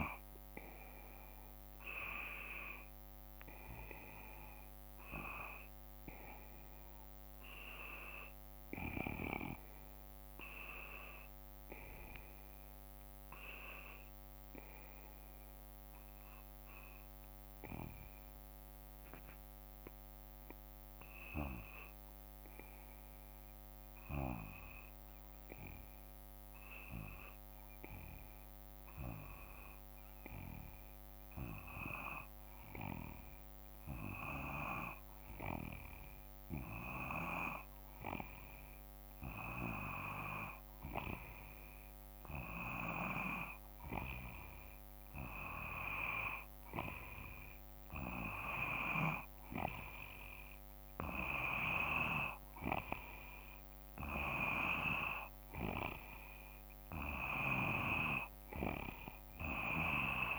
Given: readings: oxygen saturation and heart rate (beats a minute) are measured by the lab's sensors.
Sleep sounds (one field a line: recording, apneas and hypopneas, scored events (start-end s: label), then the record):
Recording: breathing in sleep by a microphone on the trachea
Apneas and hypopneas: 1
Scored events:
20.00-54.50 s: hypopnea (oxygen 95% before, 92% lowest, heart rate 57 before, 55 extreme, up 0 after)
33.00-59.00 s: oxygen desaturation (device-marked, oxygen 95% before, 92% lowest, heart rate 56 before, 55 extreme)
56.00-59.00 s: arousal
From the record:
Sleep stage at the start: N2 (light sleep)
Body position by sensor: on the back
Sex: male